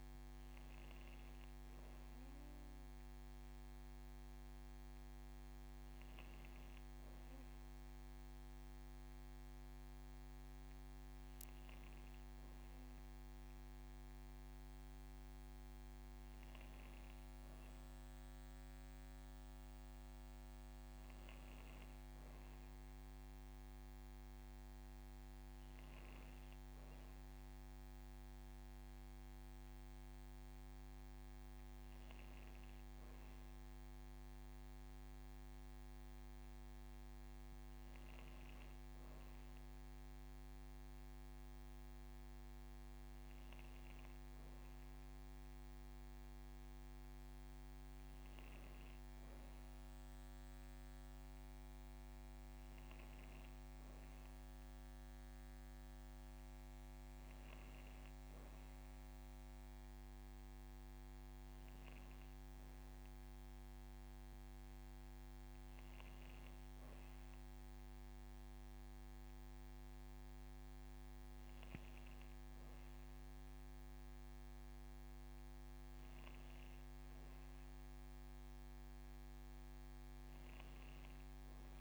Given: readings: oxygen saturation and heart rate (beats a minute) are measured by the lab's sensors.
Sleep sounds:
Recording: a person awake in a sleep study, hard to hear, by a microphone on the trachea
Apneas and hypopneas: none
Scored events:
11.50-71.50 s: new sleep stage, awake
71.50-81.81 s: new sleep stage, N2 (light sleep)
From the record:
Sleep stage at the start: N1 (lightest sleep)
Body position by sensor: on the back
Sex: female

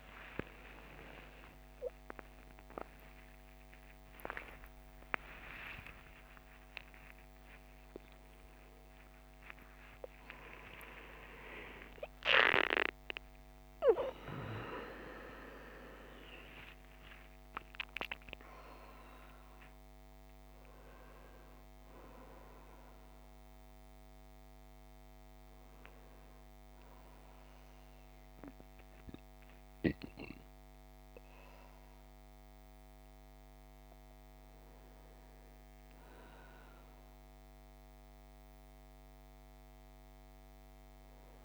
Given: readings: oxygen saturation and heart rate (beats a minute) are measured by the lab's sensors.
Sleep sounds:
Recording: a person awake in a sleep study, by a microphone on the trachea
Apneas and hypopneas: none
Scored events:
0.00-11.00 s: oxygen desaturation (device-marked, oxygen 80% lowest, heart rate 61 extreme)
2.00-32.00 s: new sleep stage, awake
32.00-41.45 s: new sleep stage, N1 (lightest sleep)
From the record:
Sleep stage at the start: N2 (light sleep)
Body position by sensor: on the right side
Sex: male

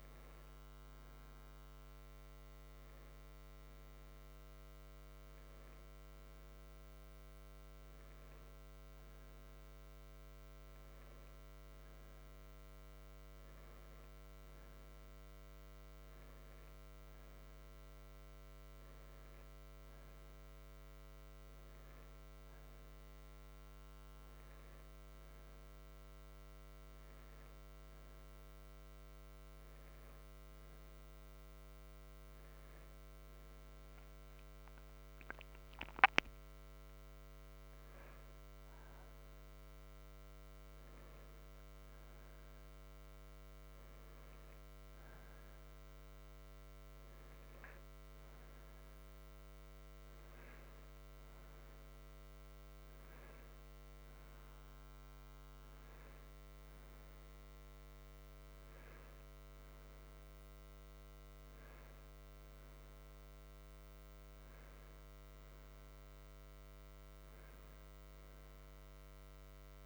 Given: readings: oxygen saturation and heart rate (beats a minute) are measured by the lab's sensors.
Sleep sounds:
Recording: breathing in sleep, hard to hear, by a microphone on the trachea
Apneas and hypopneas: none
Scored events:
none scored
From the record:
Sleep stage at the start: N2 (light sleep)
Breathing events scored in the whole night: 47 in 4.1 hours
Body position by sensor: on the right side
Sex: male

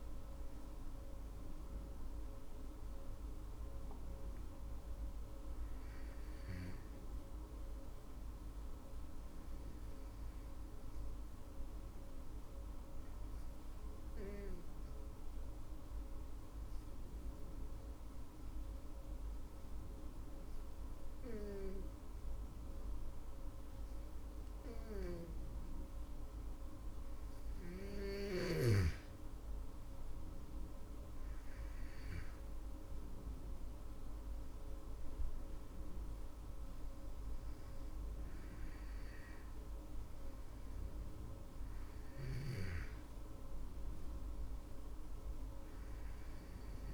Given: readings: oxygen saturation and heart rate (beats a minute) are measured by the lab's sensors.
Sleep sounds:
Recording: breathing in sleep by a room microphone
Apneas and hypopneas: 1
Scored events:
1.50-5.00 s: arousal
10.00-26.50 s: obstructive apnea (oxygen 100% before, 96% lowest, heart rate 57 before, 52 extreme, up 21 after)
27.50-46.94 s: oxygen desaturation (device-marked, oxygen 99% before, 96% lowest, heart rate 57 before, 51 extreme)
29.00-33.50 s: arousal
From the record:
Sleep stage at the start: N2 (light sleep)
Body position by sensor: on the back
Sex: female

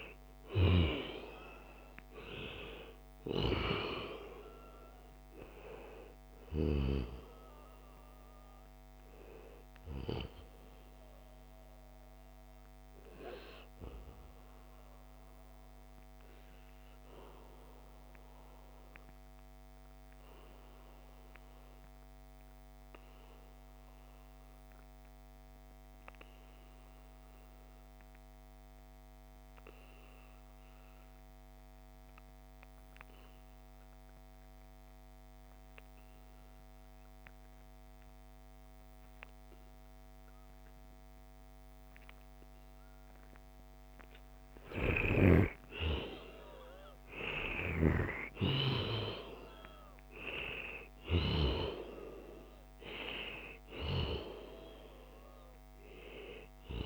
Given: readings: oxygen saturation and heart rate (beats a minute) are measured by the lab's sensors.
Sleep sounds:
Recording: breathing in sleep by a microphone on the trachea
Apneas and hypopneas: 1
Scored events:
0.00-23.00 s: oxygen desaturation (device-marked, oxygen 87% lowest, heart rate 69 extreme)
8.50-10.50 s: long interval between heartbeats (device-marked, heart rate 73 before, 84 extreme)
13.50-43.00 s: obstructive apnea (oxygen 96% before, 87% lowest, heart rate 74 before, 69 extreme, up 14 after)
39.00-56.85 s: oxygen desaturation (device-marked, oxygen 97% before, 88% lowest, heart rate 73 before, 70 extreme)
43.50-47.50 s: arousal
48.00-50.00 s: long interval between heartbeats (device-marked, heart rate 72 before, 79 extreme)
From the record:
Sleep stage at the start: N2 (light sleep)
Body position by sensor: on the back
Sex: male

